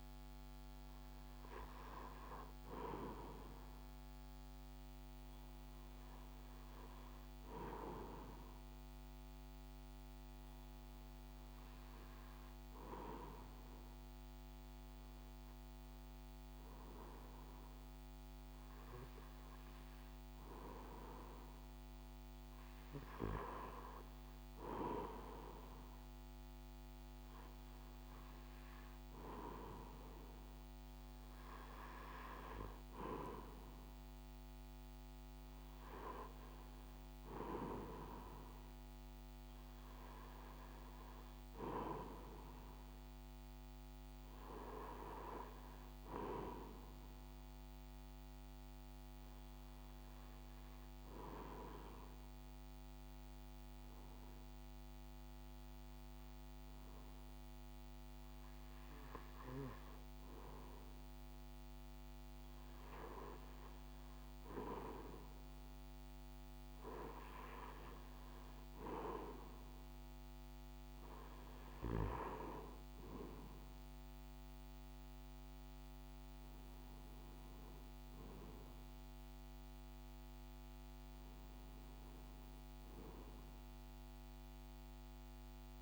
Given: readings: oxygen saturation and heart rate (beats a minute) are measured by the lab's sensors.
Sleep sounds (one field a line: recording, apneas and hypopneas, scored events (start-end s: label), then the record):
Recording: breathing in sleep by a microphone on the trachea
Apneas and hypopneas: 2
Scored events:
8.00-20.00 s: hypopnea (oxygen 95% before, 93% lowest)
23.50-27.50 s: arousal
46.00-61.50 s: hypopnea (oxygen 95% before, 93% lowest)
63.50-67.00 s: arousal
From the record:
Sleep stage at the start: REM sleep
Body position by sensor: on the right side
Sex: male